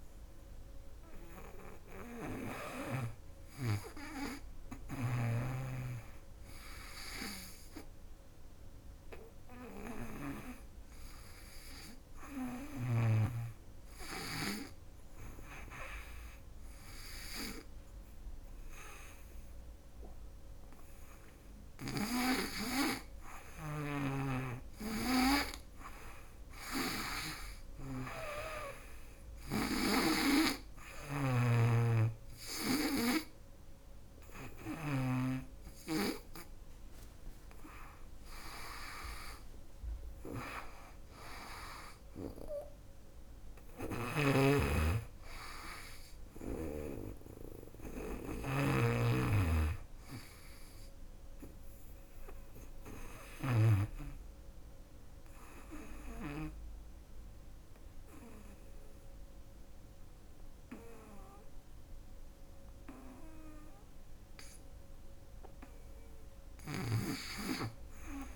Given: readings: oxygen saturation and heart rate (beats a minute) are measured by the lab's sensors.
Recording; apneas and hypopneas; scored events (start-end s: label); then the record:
breathing in sleep by a room microphone; 2
0.50-12.50 s: snoring (device-marked)
7.50-25.00 s: hypopnea (oxygen 100% before, 94% lowest, heart rate 78 before, 78 extreme, up 8 after)
23.00-34.00 s: snoring (device-marked)
26.50-29.50 s: arousal
28.00-44.00 s: oxygen desaturation (device-marked, oxygen 98% before, 94% lowest, heart rate 79 before, 65 extreme)
48.00-53.00 s: snoring (device-marked)
53.50-64.00 s: obstructive apnea (oxygen 98% before, 91% lowest, heart rate 88 before, 65 extreme, up 1 after)
65.50-68.00 s: arousal
66.50-68.36 s: snoring (device-marked)
From the record:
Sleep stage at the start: REM sleep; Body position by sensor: on the back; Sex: female